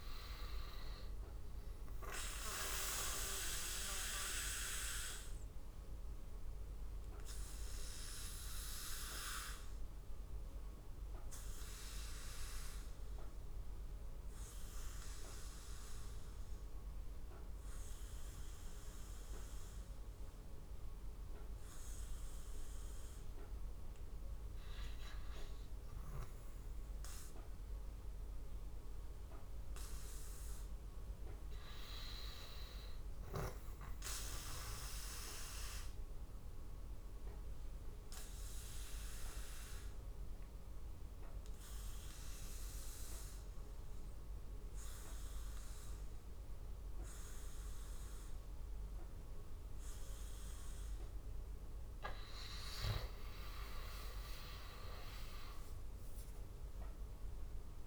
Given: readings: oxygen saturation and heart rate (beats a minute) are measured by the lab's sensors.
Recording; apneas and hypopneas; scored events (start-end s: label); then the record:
breathing in sleep by a room microphone; 2
0.50-11.50 s: oxygen desaturation (device-marked, oxygen 98% before, 91% lowest, heart rate 78 before, 71 extreme)
4.50-28.50 s: obstructive apnea (oxygen 98% before, 88% lowest, heart rate 79 before, 71 extreme, up 1 after)
18.50-24.50 s: oxygen desaturation (device-marked, oxygen 92% before, 88% lowest, heart rate 81 before, 71 extreme)
30.50-33.00 s: arousal
30.50-57.87 s: oxygen desaturation (device-marked, oxygen 99% before, 89% lowest, heart rate 76 before, 71 extreme)
35.50-50.00 s: obstructive apnea (oxygen 99% before, 88% lowest, heart rate 74 before, 71 extreme, up 9 after)
51.50-55.50 s: arousal
52.00-57.87 s: snoring (device-marked)
From the record:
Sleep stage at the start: N2 (light sleep); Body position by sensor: on the back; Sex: male